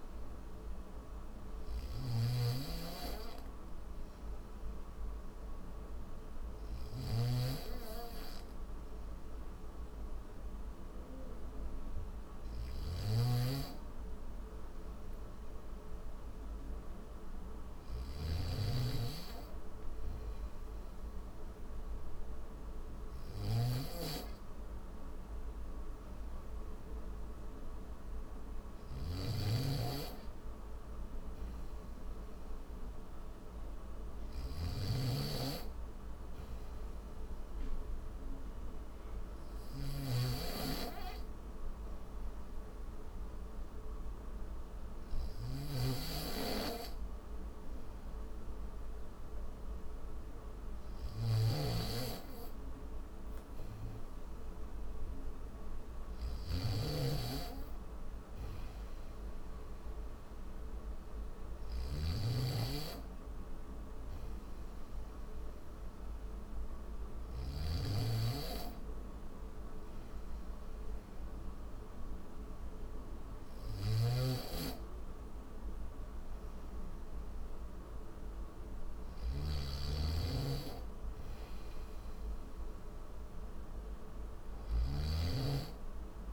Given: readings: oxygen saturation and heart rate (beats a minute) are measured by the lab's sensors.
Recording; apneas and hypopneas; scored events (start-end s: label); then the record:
breathing in sleep by a room microphone; 1
0.00-67.50 s: snoring (device-marked)
4.50-13.50 s: oxygen desaturation (device-marked, oxygen 94% before, 90% lowest, heart rate 77 before, 75 extreme)
11.50-86.33 s: new sleep stage, N2 (light sleep)
35.50-48.50 s: obstructive apnea (oxygen 95% before, 91% lowest, heart rate 77 before, 75 extreme, up 0 after)
73.50-86.33 s: snoring (device-marked)
From the record:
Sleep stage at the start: N1 (lightest sleep); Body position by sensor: on the back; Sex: male